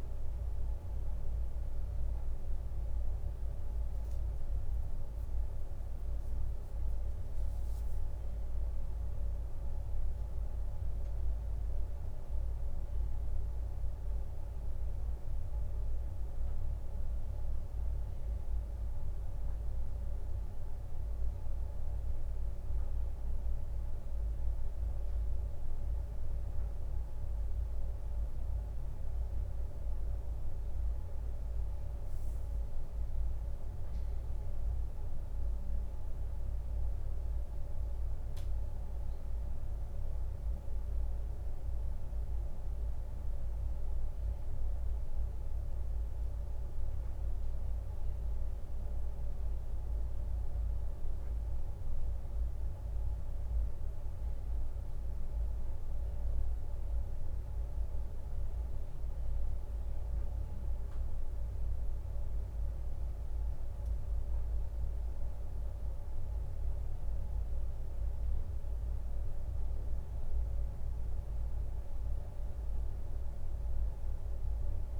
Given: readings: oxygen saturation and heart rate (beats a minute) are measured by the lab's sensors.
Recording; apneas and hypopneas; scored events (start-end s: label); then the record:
a person partly awake in a sleep study, hard to hear, by a room microphone; none
16.00-75.00 s: new sleep stage, N1 (lightest sleep)
From the record:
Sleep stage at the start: awake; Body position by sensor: on the right side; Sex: male